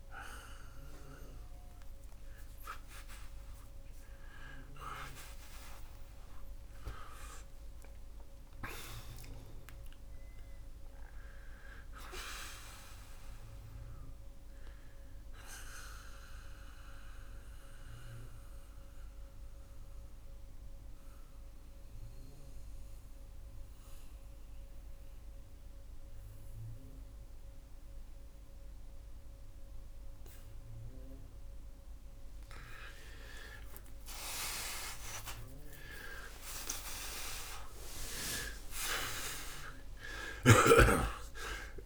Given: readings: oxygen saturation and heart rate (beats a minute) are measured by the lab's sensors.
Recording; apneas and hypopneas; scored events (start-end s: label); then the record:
a person partly awake in a sleep study, by a room microphone; 1
0.00-11.00 s: oxygen desaturation (device-marked, oxygen 82% lowest)
3.00-41.86 s: new sleep stage, N2 (light sleep)
18.50-32.50 s: mixed apnea (oxygen 96% before, 86% lowest)
33.00-36.50 s: arousal
35.00-41.86 s: oxygen desaturation (device-marked, oxygen 95% before, 91% lowest)
40.00-41.86 s: snoring (device-marked)
From the record:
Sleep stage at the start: awake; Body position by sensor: on the back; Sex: male